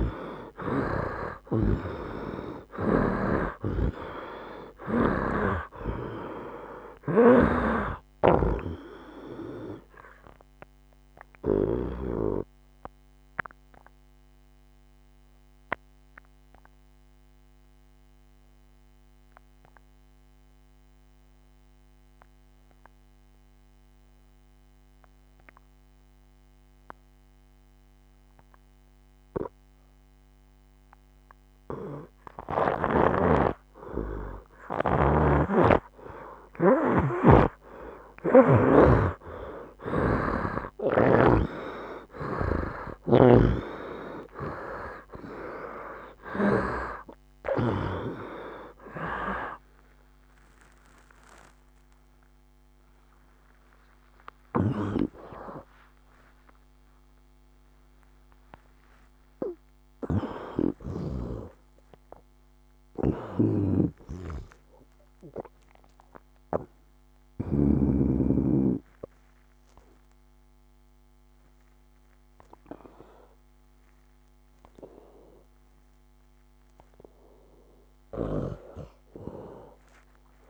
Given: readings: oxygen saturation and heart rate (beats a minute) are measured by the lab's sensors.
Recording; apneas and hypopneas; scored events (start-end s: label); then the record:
breathing in sleep by a microphone on the trachea; 1
0.00-28.00 s: oxygen desaturation (device-marked, oxygen 82% lowest, heart rate 63 extreme)
10.50-31.50 s: obstructive apnea (oxygen 98% before, 81% lowest, heart rate 76 before, 63 extreme, up 6 after)
33.00-80.50 s: oxygen desaturation (device-marked, oxygen 98% before, 81% lowest, heart rate 68 before, 64 extreme)
37.00-42.50 s: snoring (device-marked)
44.50-46.50 s: long interval between heartbeats (device-marked, heart rate 67 before, 89 extreme)
45.00-48.50 s: arousal
49.50-51.50 s: long interval between heartbeats (device-marked, heart rate 74 before, 96 extreme)
54.00-58.50 s: arousal
54.50-56.50 s: long interval between heartbeats (device-marked, heart rate 82 before, 99 extreme)
55.00-59.00 s: tachycardia (device-marked, heart rate 72 before, 110 extreme)
63.00-67.50 s: snoring (device-marked)
From the record:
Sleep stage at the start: N2 (light sleep); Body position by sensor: on the right side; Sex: male